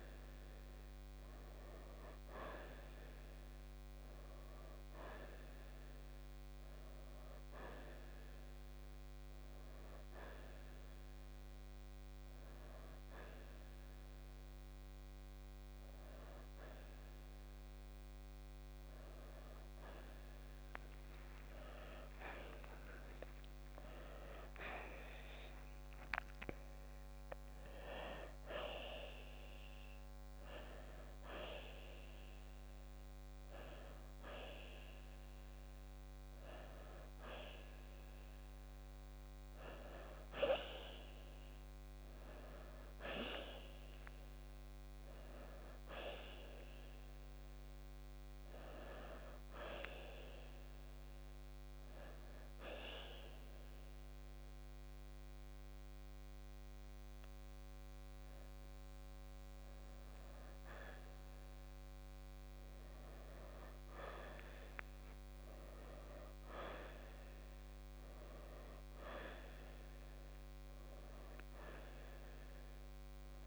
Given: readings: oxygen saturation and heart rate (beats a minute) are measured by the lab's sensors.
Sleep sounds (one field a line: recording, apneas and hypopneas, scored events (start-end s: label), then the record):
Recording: breathing in sleep by a microphone on the trachea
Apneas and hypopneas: none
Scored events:
6.50-20.50 s: oxygen desaturation (device-marked, oxygen 92% before, 89% lowest, heart rate 71 before, 66 extreme)
22.50-26.50 s: arousal
37.50-73.46 s: new sleep stage, N2 (light sleep)
68.00-72.00 s: arousal
From the record:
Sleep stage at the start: N1 (lightest sleep)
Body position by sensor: on the right side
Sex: male